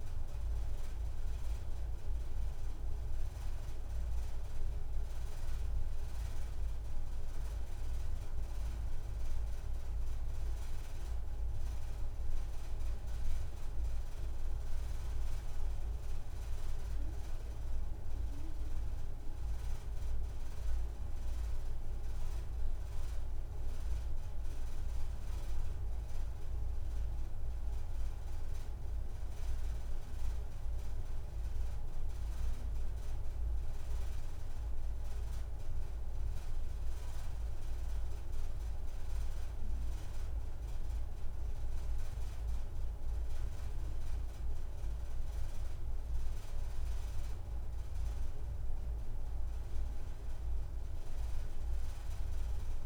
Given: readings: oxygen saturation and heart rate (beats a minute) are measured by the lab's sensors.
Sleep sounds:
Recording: breathing in sleep, hard to hear, by a room microphone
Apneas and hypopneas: none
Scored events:
17.00-19.00 s: long interval between heartbeats (device-marked)
36.50-38.50 s: long interval between heartbeats (device-marked)
40.50-42.50 s: long interval between heartbeats (device-marked)
43.50-45.50 s: long interval between heartbeats (device-marked)
47.00-49.00 s: long interval between heartbeats (device-marked, heart rate 44 before, 164 extreme)
49.50-51.50 s: long interval between heartbeats (device-marked, heart rate 69 before, 146 extreme)
From the record:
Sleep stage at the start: N2 (light sleep)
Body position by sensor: on the right side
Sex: female

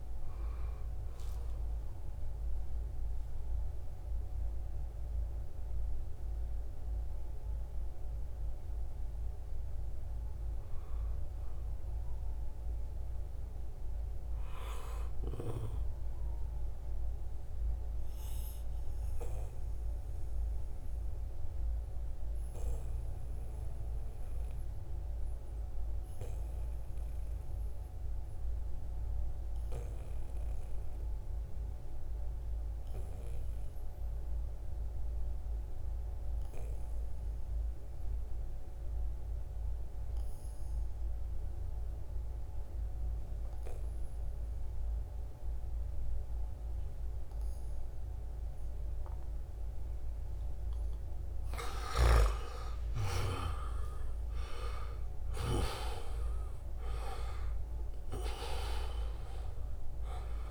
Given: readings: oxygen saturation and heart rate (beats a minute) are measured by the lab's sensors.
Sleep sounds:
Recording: breathing in sleep by a room microphone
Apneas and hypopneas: 1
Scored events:
0.00-17.00 s: oxygen desaturation (device-marked, oxygen 88% lowest, heart rate 61 extreme)
18.00-49.50 s: obstructive apnea (oxygen 97% before, 86% lowest, heart rate 78 before, 62 extreme, up 12 after)
37.00-60.50 s: oxygen desaturation (device-marked, oxygen 98% before, 86% lowest, heart rate 70 before, 62 extreme)
51.50-56.00 s: arousal
From the record:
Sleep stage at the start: N2 (light sleep)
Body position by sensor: on the back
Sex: male

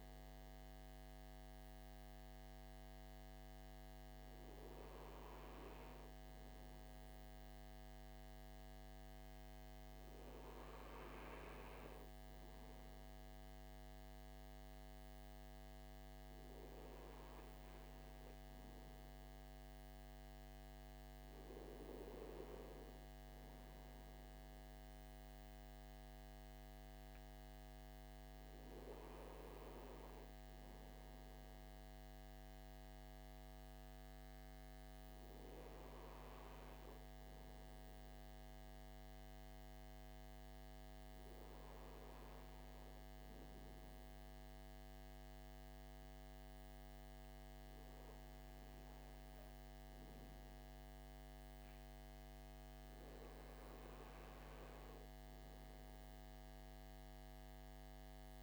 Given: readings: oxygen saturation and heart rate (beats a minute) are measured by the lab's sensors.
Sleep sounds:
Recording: breathing in sleep, hard to hear, by a microphone on the trachea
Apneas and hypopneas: none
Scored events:
none scored
From the record:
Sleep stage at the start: N2 (light sleep)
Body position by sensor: on the front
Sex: male

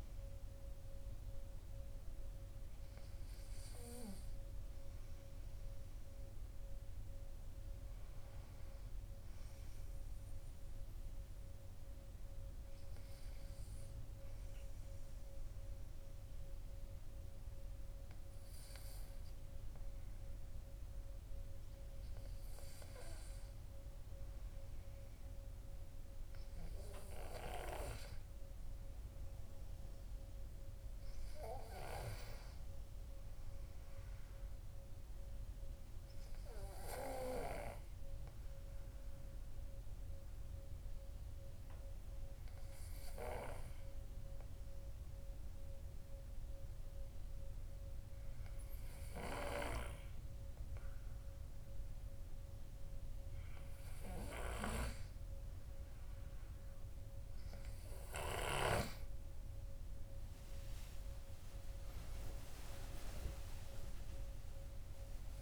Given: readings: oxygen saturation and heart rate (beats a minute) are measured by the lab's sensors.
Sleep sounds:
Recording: breathing in sleep by a room microphone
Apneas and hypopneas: 2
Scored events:
10.00-21.50 s: obstructive apnea (oxygen 96% before, 95% lowest, heart rate 54 before, 42 extreme, up 12 after)
23.50-28.00 s: arousal
35.50-53.50 s: obstructive apnea (oxygen 98% before, 95% lowest, heart rate 54 before, 42 extreme, up 26 after)
57.00-65.42 s: new sleep stage, N1 (lightest sleep)
60.50-65.42 s: arousal
From the record:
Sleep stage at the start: N2 (light sleep)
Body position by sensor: on the back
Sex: male

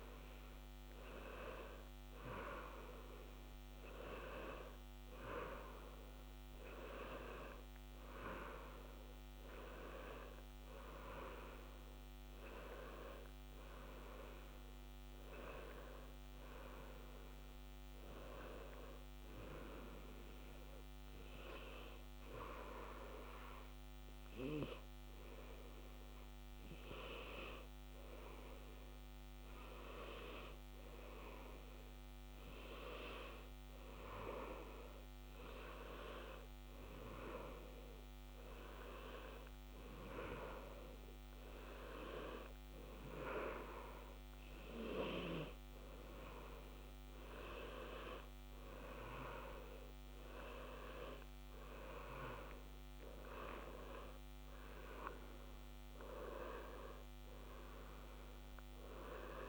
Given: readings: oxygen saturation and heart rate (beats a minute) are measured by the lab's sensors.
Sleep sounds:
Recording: breathing in sleep by a microphone on the trachea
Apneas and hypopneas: 1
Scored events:
6.00-11.50 s: arousal
18.50-32.00 s: hypopnea (oxygen 94% before, 92% lowest, heart rate 57 before, 26 extreme, up 0 after)
19.50-59.49 s: new sleep stage, N1 (lightest sleep)
35.00-40.00 s: arousal
From the record:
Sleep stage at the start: N2 (light sleep)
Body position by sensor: on the left side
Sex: male

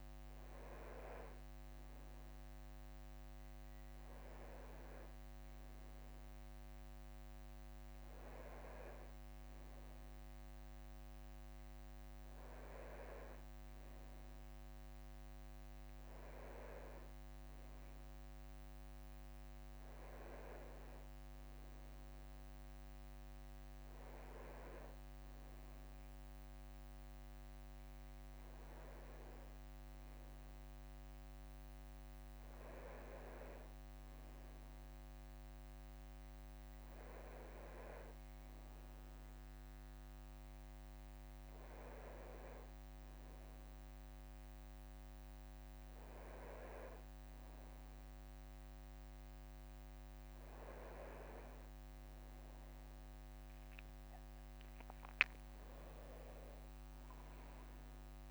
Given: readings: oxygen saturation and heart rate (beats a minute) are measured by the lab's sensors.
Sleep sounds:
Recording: breathing in sleep by a microphone on the trachea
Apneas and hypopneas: none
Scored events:
none scored
From the record:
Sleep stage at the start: N1 (lightest sleep)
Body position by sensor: on the back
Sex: male

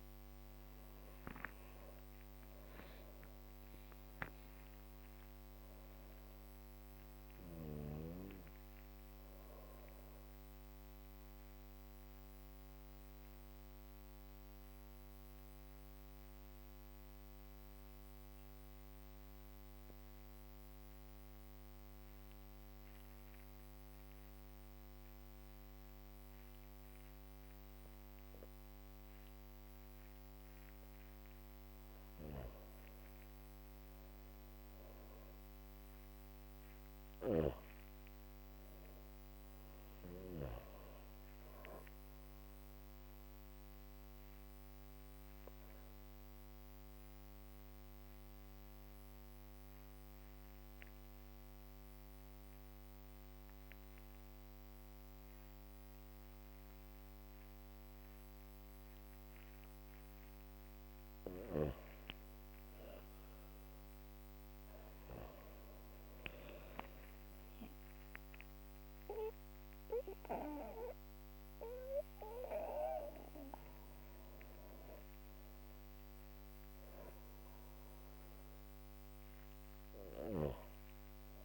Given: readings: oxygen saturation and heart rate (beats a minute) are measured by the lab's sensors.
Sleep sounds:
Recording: breathing in sleep by a microphone on the trachea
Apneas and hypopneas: 2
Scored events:
4.00-7.50 s: arousal
9.50-30.00 s: obstructive apnea (oxygen 99% before, 93% lowest, heart rate 67 before, 57 extreme, up 6 after)
31.50-34.50 s: arousal
33.50-51.50 s: oxygen desaturation (device-marked, oxygen 98% before, 94% lowest, heart rate 65 before, 64 extreme)
41.00-59.00 s: obstructive apnea (oxygen 99% before, 93% lowest, heart rate 70 before, 57 extreme, up 7 after)
61.00-64.50 s: arousal
64.50-79.50 s: oxygen desaturation (device-marked, oxygen 97% before, 93% lowest, heart rate 67 before, 55 extreme)
67.50-78.50 s: drop in pulse transit time (device-marked, heart rate 67 before, 69 extreme)
79.50-81.44 s: arousal
From the record:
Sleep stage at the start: N2 (light sleep)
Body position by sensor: on the back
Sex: female

